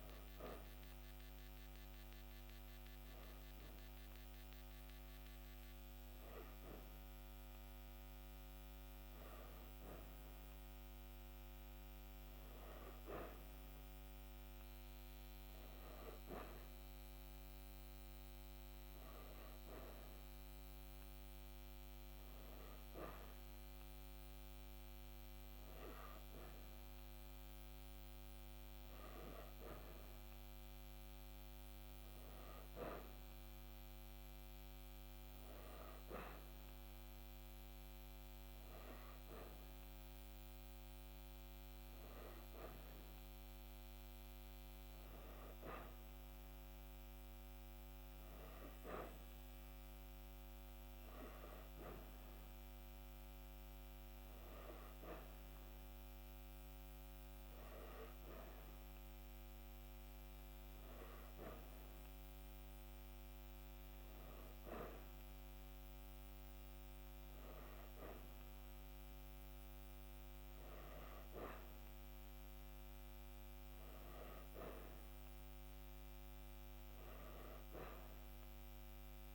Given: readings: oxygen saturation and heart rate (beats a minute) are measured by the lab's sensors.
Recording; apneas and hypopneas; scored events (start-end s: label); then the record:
breathing in sleep by a microphone on the trachea; none
none scored
From the record:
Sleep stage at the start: N3 (deep sleep); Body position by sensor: on the back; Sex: female